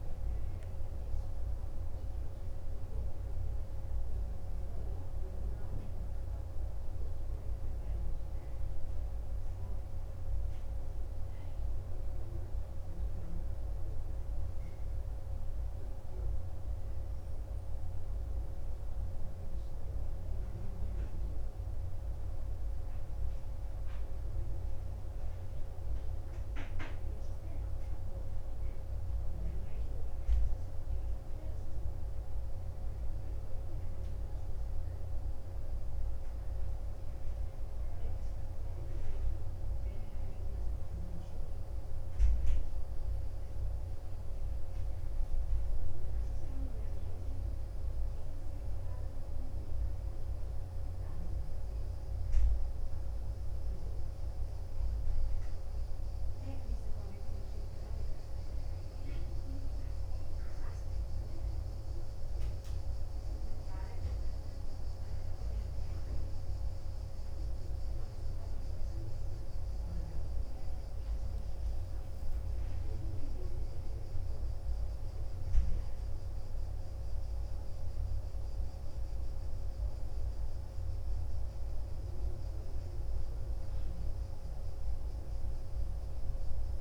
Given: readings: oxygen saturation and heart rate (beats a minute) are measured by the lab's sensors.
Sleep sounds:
breathing in sleep, hard to hear, by a room microphone; 2
17.50-33.50 s: hypopnea (oxygen 93% before, 89% lowest, heart rate 67 before, 53 extreme, up 46 after)
35.00-39.00 s: arousal
37.50-56.50 s: oxygen desaturation (device-marked, oxygen 92% before, 89% lowest, heart rate 97 before, 53 extreme)
58.00-72.00 s: hypopnea (oxygen 92% before, 89% lowest, heart rate 69 before, 52 extreme, up 3 after)
74.00-78.50 s: arousal
From the record:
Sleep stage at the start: N2 (light sleep); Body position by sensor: on the right side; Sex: male

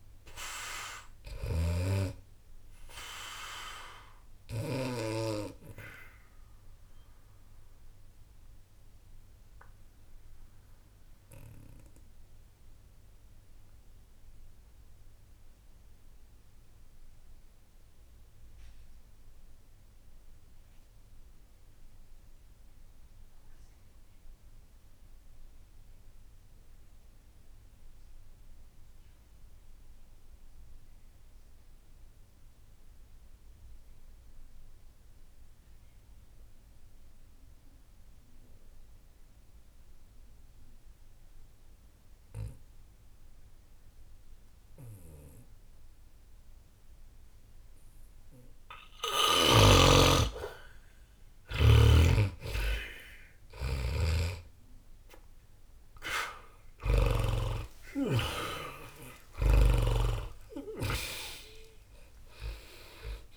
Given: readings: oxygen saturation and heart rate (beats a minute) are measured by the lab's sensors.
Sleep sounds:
breathing in sleep by a room microphone; 1
0.00-2.00 s: snoring (device-marked)
0.00-25.50 s: oxygen desaturation (device-marked, oxygen 75% lowest, heart rate 60 extreme)
3.50-49.50 s: obstructive apnea (oxygen 97% before, 75% lowest, heart rate 60 before, 60 extreme, up 0 after)
40.50-63.36 s: oxygen desaturation (device-marked, oxygen 99% before, 87% lowest, heart rate 60 before, 60 extreme)
52.00-56.00 s: arousal
52.00-57.50 s: snoring (device-marked)
From the record:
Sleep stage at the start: N2 (light sleep); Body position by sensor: on the back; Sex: male

